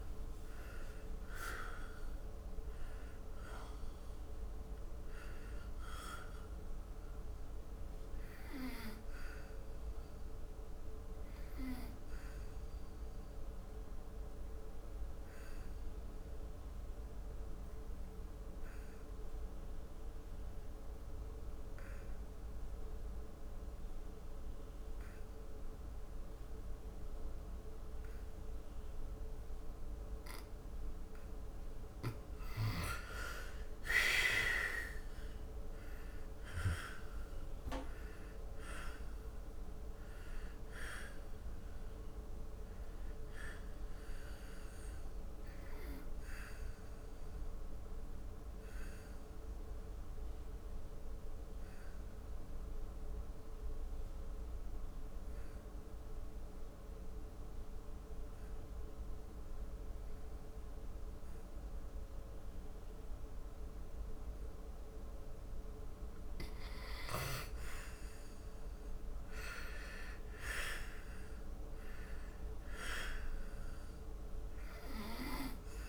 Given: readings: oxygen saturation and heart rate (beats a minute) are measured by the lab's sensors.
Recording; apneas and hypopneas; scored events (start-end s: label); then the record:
breathing in sleep by a room microphone; 2
0.00-18.50 s: oxygen desaturation (device-marked, oxygen 83% lowest, heart rate 68 extreme)
7.50-30.50 s: obstructive apnea (oxygen 98% before, 82% lowest, heart rate 75 before, 68 extreme, up 10 after)
29.50-61.50 s: oxygen desaturation (device-marked, oxygen 98% before, 82% lowest, heart rate 77 before, 73 extreme)
33.00-37.00 s: arousal
44.00-63.50 s: obstructive apnea (oxygen 98% before, 82% lowest, heart rate 75 before, 72 extreme, up 4 after)
63.50-75.89 s: oxygen desaturation (device-marked, oxygen 99% before, 85% lowest, heart rate 75 before, 70 extreme)
67.50-72.00 s: arousal
From the record:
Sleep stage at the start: N2 (light sleep); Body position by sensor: on the back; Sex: male